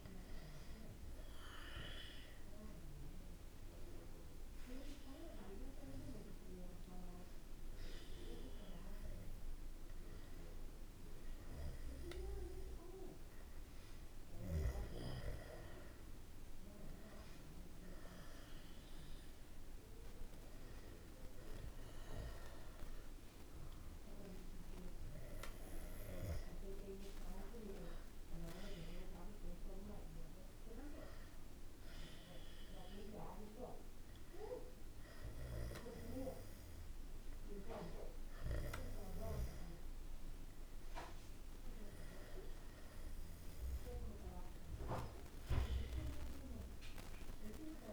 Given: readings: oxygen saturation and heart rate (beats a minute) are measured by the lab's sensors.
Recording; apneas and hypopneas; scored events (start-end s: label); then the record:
breathing in sleep by a room microphone; none
none scored
From the record:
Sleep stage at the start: N1 (lightest sleep); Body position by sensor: on the back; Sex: male